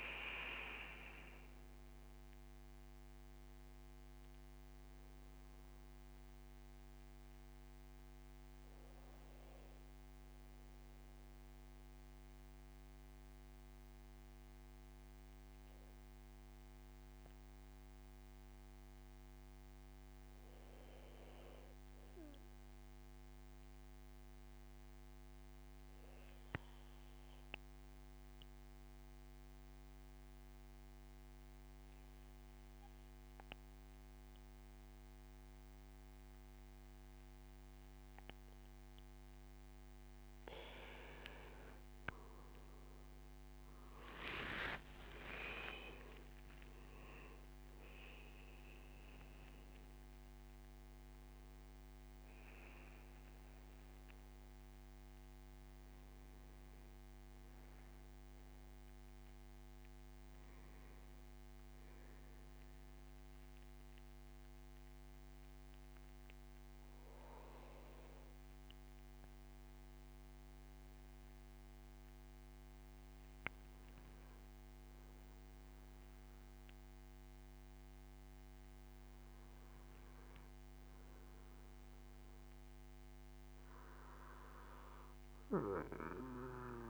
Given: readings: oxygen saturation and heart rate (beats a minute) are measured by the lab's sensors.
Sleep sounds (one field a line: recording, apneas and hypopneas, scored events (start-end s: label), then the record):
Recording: breathing in sleep by a microphone on the trachea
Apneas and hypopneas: 1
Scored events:
0.00-15.50 s: oxygen desaturation (device-marked, oxygen 89% lowest, heart rate 66 extreme)
6.00-40.50 s: mixed apnea (oxygen 98% before, 89% lowest, heart rate 83 before, 66 extreme, up 17 after)
40.50-64.50 s: oxygen desaturation (device-marked, oxygen 97% before, 91% lowest, heart rate 71 before, 66 extreme)
42.00-46.50 s: arousal
From the record:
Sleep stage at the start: N2 (light sleep)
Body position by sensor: on the back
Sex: male